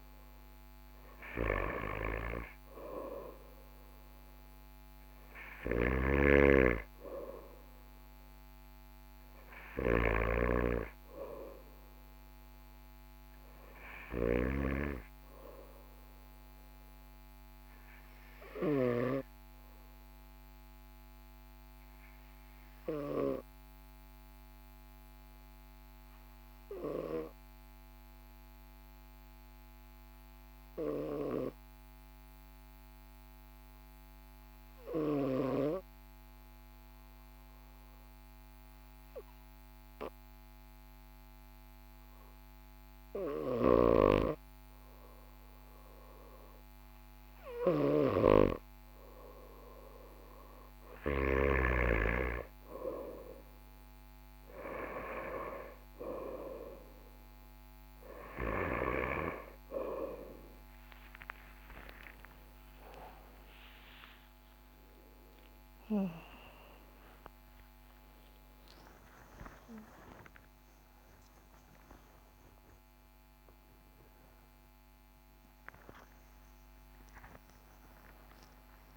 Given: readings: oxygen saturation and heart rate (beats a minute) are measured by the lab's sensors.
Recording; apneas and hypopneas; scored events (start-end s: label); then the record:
a person partly awake in a sleep study, by a microphone on the trachea; 1
5.50-14.50 s: snoring (device-marked)
23.00-47.00 s: hypopnea (oxygen 98% before, 92% lowest, heart rate 44 before, 41 extreme, up 3 after)
48.00-78.97 s: oxygen desaturation (device-marked, oxygen 98% before, 92% lowest, heart rate 43 before, 44 extreme)
53.00-78.97 s: new sleep stage, awake
From the record:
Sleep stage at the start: N2 (light sleep); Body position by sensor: on the right side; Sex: male